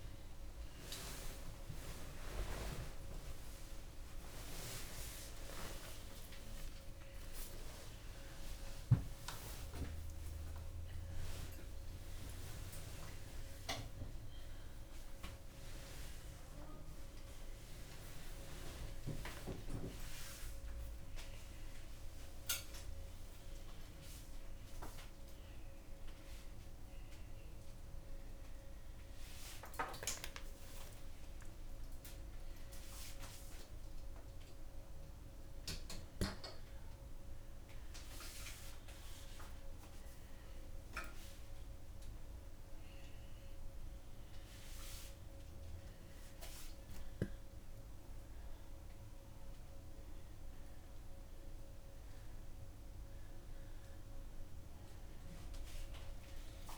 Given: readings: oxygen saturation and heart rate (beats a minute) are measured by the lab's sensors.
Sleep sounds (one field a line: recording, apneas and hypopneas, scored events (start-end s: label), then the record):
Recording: a person awake in a sleep study, by a room microphone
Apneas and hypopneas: none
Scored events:
none scored
From the record:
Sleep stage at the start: awake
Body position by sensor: upright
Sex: female